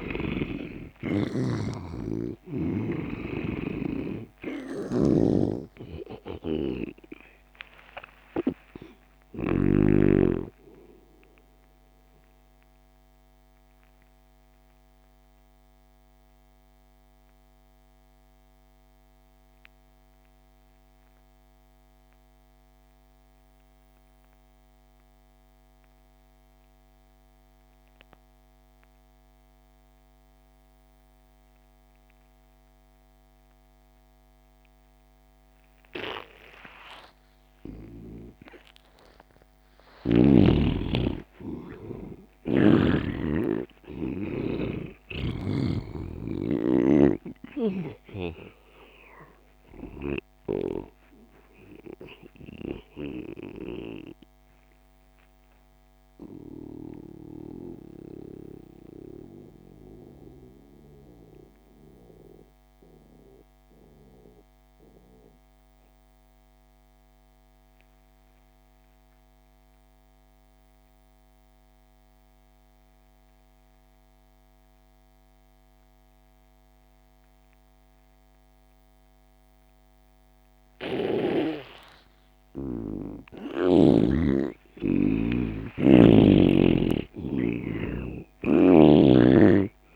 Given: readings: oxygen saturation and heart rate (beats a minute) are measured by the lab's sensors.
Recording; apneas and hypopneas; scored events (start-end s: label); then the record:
breathing in sleep by a microphone on the trachea; 2
0.00-9.50 s: snoring (device-marked)
0.00-17.50 s: oxygen desaturation (device-marked, oxygen 82% lowest)
12.50-37.00 s: obstructive apnea (oxygen 98% before, 83% lowest)
36.50-62.50 s: oxygen desaturation (device-marked, oxygen 98% before, 83% lowest)
38.50-42.50 s: arousal
42.00-53.00 s: snoring (device-marked)
54.50-81.50 s: mixed apnea (oxygen 98% before, 83% lowest)
80.50-89.96 s: oxygen desaturation (device-marked, oxygen 98% before, 85% lowest)
82.50-86.00 s: arousal
From the record:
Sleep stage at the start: N2 (light sleep); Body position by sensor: on the back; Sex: male